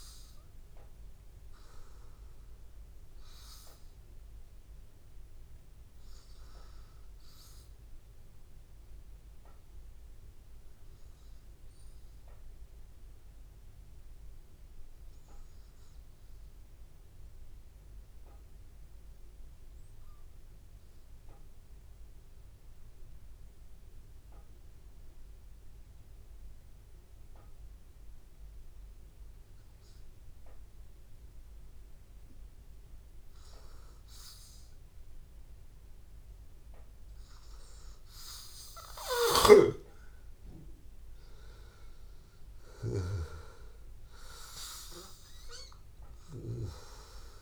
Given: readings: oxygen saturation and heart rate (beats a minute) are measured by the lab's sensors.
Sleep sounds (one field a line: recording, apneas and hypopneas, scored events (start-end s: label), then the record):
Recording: breathing in sleep by a room microphone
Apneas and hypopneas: 1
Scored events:
0.00-12.50 s: oxygen desaturation (device-marked, oxygen 93% lowest, heart rate 82 extreme)
7.50-37.00 s: hypopnea (oxygen 97% before, 93% lowest, heart rate 83 before, 82 extreme, up 1 after)
32.50-47.42 s: oxygen desaturation (device-marked, oxygen 98% before, 93% lowest, heart rate 83 before, 79 extreme)
39.00-43.00 s: arousal
From the record:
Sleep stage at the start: N2 (light sleep)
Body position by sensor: on the back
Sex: male